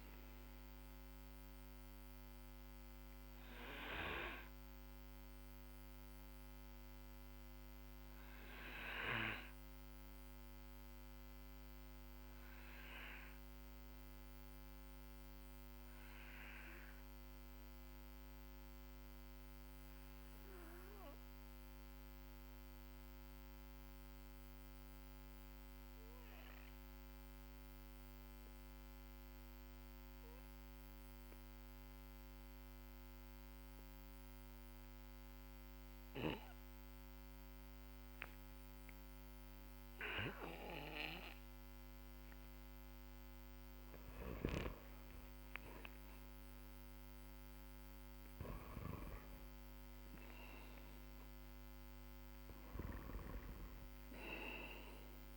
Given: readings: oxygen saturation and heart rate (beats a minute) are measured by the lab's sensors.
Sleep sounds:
breathing in sleep by a microphone on the trachea; 1
0.00-1.00 s: arousal
0.00-23.00 s: oxygen desaturation (device-marked, oxygen 95% lowest, heart rate 40 extreme)
2.50-42.00 s: obstructive apnea (oxygen 99% before, 90% lowest, heart rate 51 before, 40 extreme, up 12 after)
37.00-51.00 s: oxygen desaturation (device-marked, oxygen 97% before, 94% lowest, heart rate 50 before, 41 extreme)
45.00-50.50 s: arousal
From the record:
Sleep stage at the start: N2 (light sleep); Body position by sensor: on the back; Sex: male

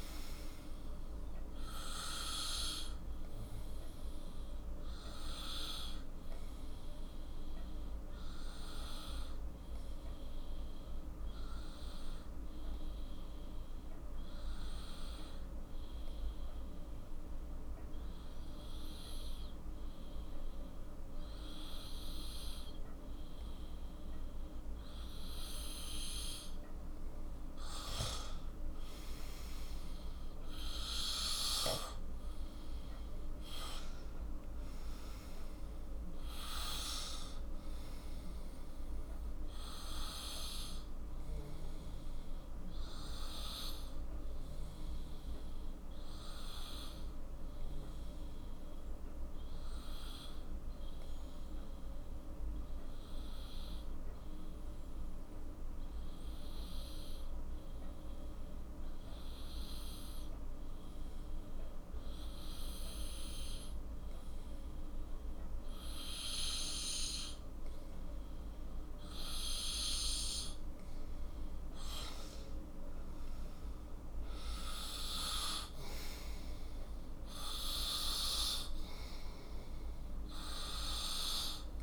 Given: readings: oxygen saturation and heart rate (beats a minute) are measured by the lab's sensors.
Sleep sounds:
breathing in sleep by a room microphone; 2
2.50-25.00 s: obstructive apnea (oxygen 97% before, 93% lowest, heart rate 57 before, 43 extreme, up 15 after)
26.50-30.00 s: arousal
28.50-40.50 s: oxygen desaturation (device-marked, oxygen 97% before, 93% lowest, heart rate 48 before, 44 extreme)
41.00-70.50 s: obstructive apnea (oxygen 97% before, 93% lowest, heart rate 56 before, 44 extreme, up 9 after)
66.50-81.82 s: oxygen desaturation (device-marked, oxygen 97% before, 93% lowest, heart rate 48 before, 44 extreme)
72.00-77.50 s: arousal
From the record:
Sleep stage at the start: N2 (light sleep); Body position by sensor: on the right side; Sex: male

